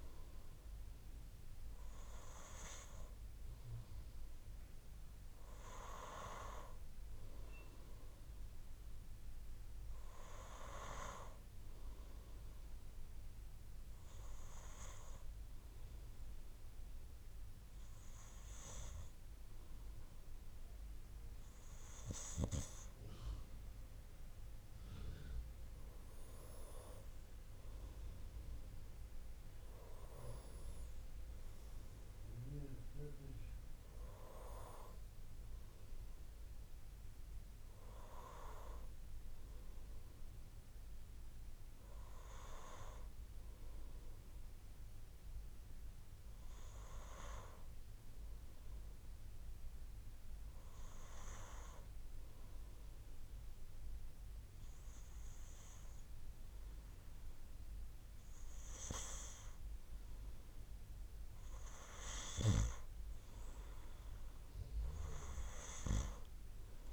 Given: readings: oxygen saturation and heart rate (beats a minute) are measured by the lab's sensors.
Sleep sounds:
breathing in sleep by a room microphone; 1
13.50-24.50 s: hypopnea (oxygen 95% before, 93% lowest, heart rate 63 before, 62 extreme, up 8 after)
26.50-31.00 s: arousal
From the record:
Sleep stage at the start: N2 (light sleep); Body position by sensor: on the right side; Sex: male

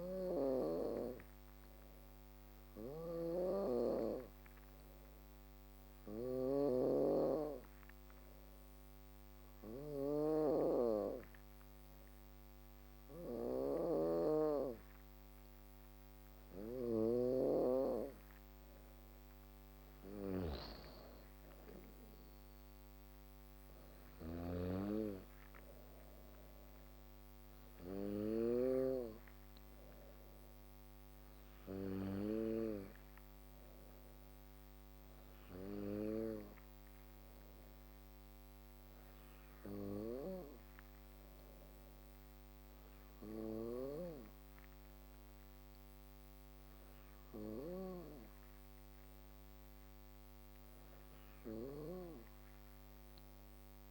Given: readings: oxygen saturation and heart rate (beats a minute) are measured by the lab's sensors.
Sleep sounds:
breathing in sleep by a microphone on the trachea; none
0.00-31.50 s: snoring (device-marked)
9.00-15.00 s: drop in pulse transit time (device-marked, heart rate 58 before, 57 extreme)
39.00-53.91 s: snoring (device-marked)
From the record:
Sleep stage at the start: N2 (light sleep); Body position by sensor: on the back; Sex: female

